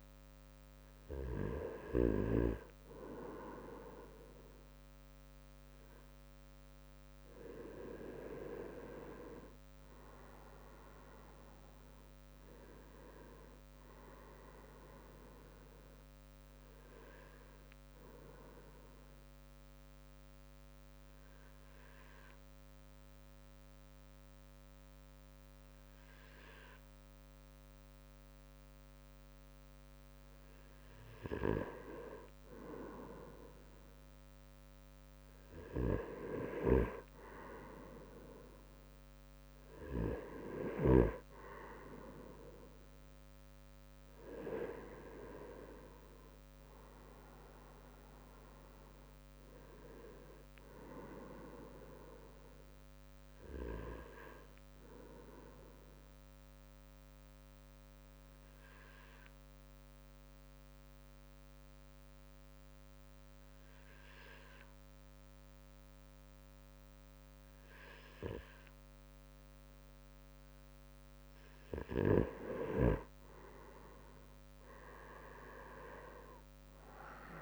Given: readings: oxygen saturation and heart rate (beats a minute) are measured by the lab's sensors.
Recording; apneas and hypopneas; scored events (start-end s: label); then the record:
breathing in sleep by a microphone on the trachea; 2
10.00-13.50 s: arousal
18.00-31.00 s: obstructive apnea (oxygen 95% before, 93% lowest, heart rate 63 before, 55 extreme, up 9 after)
34.50-37.50 s: arousal
36.50-54.50 s: oxygen desaturation (device-marked, oxygen 97% before, 93% lowest, heart rate 60 before, 54 extreme)
54.00-71.00 s: obstructive apnea (oxygen 97% before, 93% lowest, heart rate 65 before, 55 extreme, up 16 after)
64.50-77.42 s: new sleep stage, awake
74.50-77.42 s: drop in pulse transit time (device-marked, heart rate 57 before, 62 extreme)
75.50-77.42 s: leg movement (device-marked)
From the record:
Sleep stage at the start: N2 (light sleep); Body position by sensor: on the right side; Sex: male